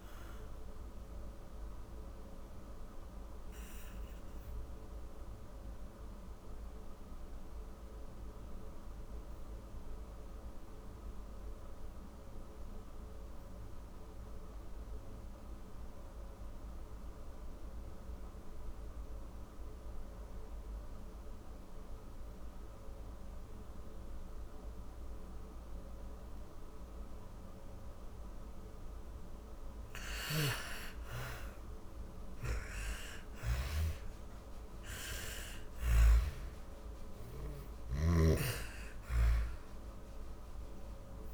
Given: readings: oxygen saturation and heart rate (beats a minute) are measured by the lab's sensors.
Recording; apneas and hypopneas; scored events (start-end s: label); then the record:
breathing in sleep by a room microphone; 1
0.00-11.50 s: oxygen desaturation (device-marked, oxygen 82% lowest, heart rate 48 extreme)
2.00-27.50 s: hypopnea (oxygen 95% before, 82% lowest, heart rate 129 before, 48 extreme)
25.50-41.34 s: oxygen desaturation (device-marked, oxygen 99% before, 87% lowest, heart rate 69 before, 52 extreme)
29.50-34.00 s: arousal
From the record:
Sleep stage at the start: N2 (light sleep); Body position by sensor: on the back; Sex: female